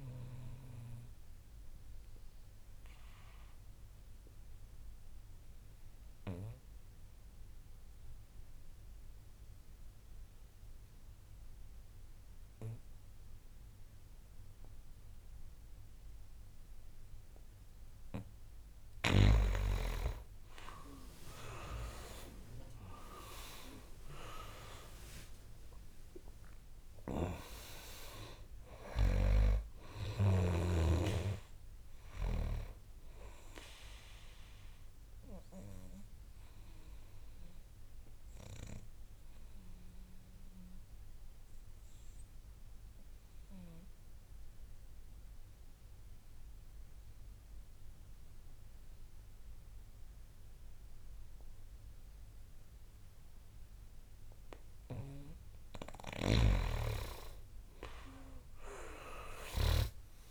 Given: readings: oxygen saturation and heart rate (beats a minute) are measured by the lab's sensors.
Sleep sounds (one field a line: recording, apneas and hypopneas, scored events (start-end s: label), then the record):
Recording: breathing in sleep by a room microphone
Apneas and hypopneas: 2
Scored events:
0.00-9.50 s: oxygen desaturation (device-marked, oxygen 82% lowest, heart rate 60 extreme)
1.00-18.00 s: obstructive apnea (oxygen 99% before, 82% lowest, heart rate 71 before, 57 extreme, up 11 after)
19.50-50.50 s: oxygen desaturation (device-marked, oxygen 99% before, 86% lowest, heart rate 68 before, 56 extreme)
22.50-26.50 s: arousal
34.50-55.50 s: obstructive apnea (oxygen 99% before, 84% lowest, heart rate 76 before, 55 extreme, up 13 after)
56.00-60.00 s: snoring (device-marked)
57.50-60.31 s: arousal
58.50-60.31 s: oxygen desaturation (device-marked, oxygen 99% before, 85% lowest, heart rate 62 before, 55 extreme)
From the record:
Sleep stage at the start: N2 (light sleep)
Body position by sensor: on the back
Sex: male